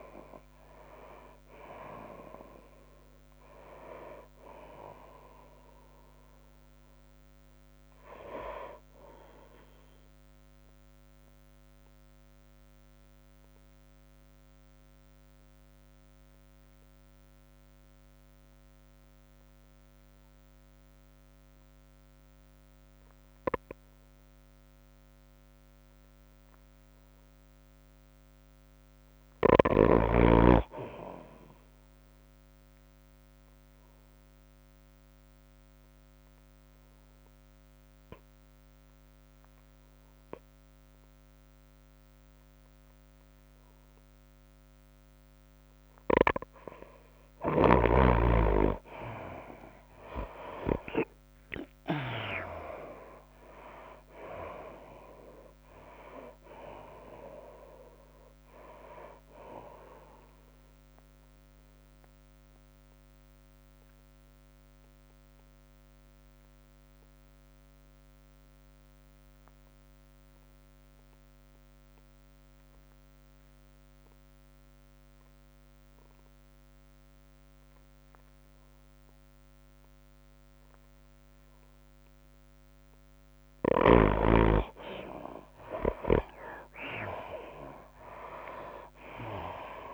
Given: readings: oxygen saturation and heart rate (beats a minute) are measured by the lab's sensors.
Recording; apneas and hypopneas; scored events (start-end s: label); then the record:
breathing in sleep by a microphone on the trachea; 3
0.00-12.50 s: drop in pulse transit time (device-marked, heart rate 99 extreme)
0.00-14.50 s: oxygen desaturation (device-marked, oxygen 70% lowest, heart rate 90 extreme)
0.00-14.50 s: tachycardia (device-marked, heart rate 107 extreme)
13.00-27.00 s: obstructive apnea (oxygen 93% before, 69% lowest, heart rate 102 before, 95 extreme, up 1 after)
27.50-46.50 s: oxygen desaturation (device-marked, oxygen 97% before, 77% lowest, heart rate 101 before, 96 extreme)
28.50-31.50 s: arousal
34.50-47.00 s: obstructive apnea (oxygen 98% before, 69% lowest, heart rate 97 before, 97 extreme, up 5 after)
48.00-53.00 s: snoring (device-marked)
48.50-52.00 s: arousal
48.50-72.50 s: oxygen desaturation (device-marked, oxygen 85% before, 69% lowest, heart rate 97 before, 93 extreme)
50.50-66.50 s: tachycardia (device-marked, heart rate 95 before, 107 extreme)
52.50-66.50 s: drop in pulse transit time (device-marked, heart rate 98 before, 100 extreme)
63.00-84.50 s: obstructive apnea (oxygen 85% before, 69% lowest, heart rate 102 before, 93 extreme, up 11 after)
72.50-74.50 s: long interval between heartbeats (device-marked, heart rate 104 before, 97 extreme)
78.50-89.93 s: oxygen desaturation (device-marked, oxygen 98% before, 74% lowest, heart rate 101 before, 89 extreme)
82.00-84.00 s: long interval between heartbeats (device-marked, heart rate 100 before, 95 extreme)
86.50-89.50 s: arousal
87.50-89.93 s: tachycardia (device-marked, heart rate 95 before, 106 extreme)
From the record:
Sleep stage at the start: N2 (light sleep); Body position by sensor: on the right side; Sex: female